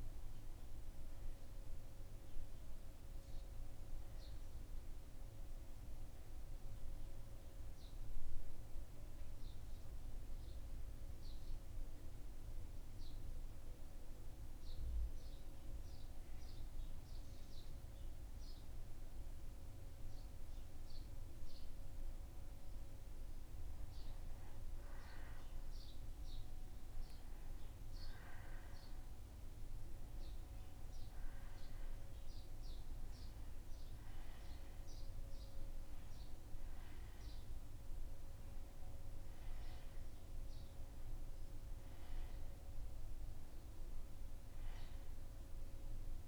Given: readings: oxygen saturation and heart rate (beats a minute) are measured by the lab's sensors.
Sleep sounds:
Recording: breathing in sleep, hard to hear, by a room microphone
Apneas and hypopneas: 1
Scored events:
0.00-11.50 s: oxygen desaturation (device-marked, oxygen 90% lowest, heart rate 79 extreme)
12.50-22.50 s: central apnea (oxygen 96% before, 91% lowest, heart rate 83 before, 79 extreme, up 5 after)
24.50-29.00 s: arousal
From the record:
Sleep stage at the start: N1 (lightest sleep)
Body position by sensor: on the back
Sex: male

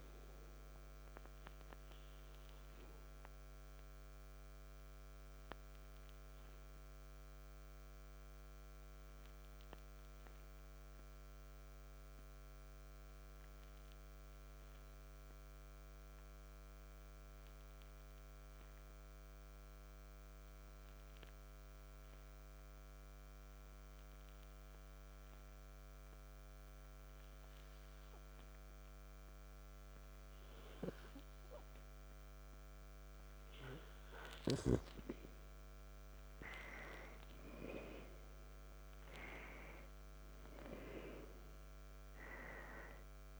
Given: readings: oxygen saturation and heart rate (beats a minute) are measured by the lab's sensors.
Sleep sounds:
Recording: breathing in sleep by a microphone on the trachea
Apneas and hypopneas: 1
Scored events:
3.50-32.50 s: hypopnea (oxygen 98% before, 90% lowest, heart rate 58 before, 53 extreme, up 2 after)
14.00-26.00 s: oxygen desaturation (device-marked, oxygen 95% before, 91% lowest, heart rate 58 before, 53 extreme)
34.50-38.50 s: arousal
From the record:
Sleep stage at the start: N2 (light sleep)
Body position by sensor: on the back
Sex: male

